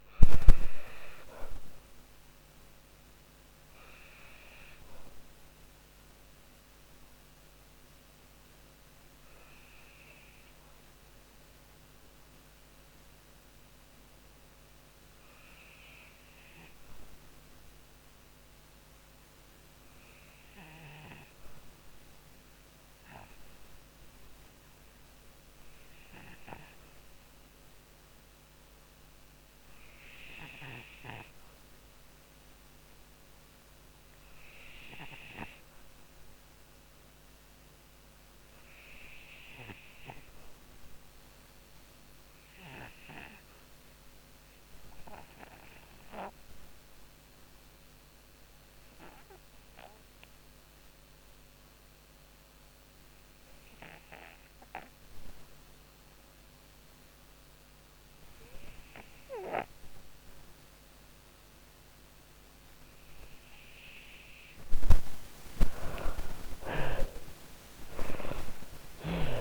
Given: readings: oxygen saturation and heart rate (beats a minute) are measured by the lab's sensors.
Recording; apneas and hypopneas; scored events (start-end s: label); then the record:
breathing in sleep by a microphone on the trachea; 1
0.00-20.00 s: oxygen desaturation (device-marked, oxygen 64% lowest, heart rate 44 extreme)
0.50-61.50 s: obstructive apnea (oxygen 89% before, 63% lowest, heart rate 68 before, 44 extreme, up 31 after)
39.00-69.41 s: oxygen desaturation (device-marked, oxygen 95% before, 63% lowest, heart rate 55 before, 39 extreme)
63.00-68.50 s: arousal
From the record:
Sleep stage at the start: REM sleep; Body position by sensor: on the back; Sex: female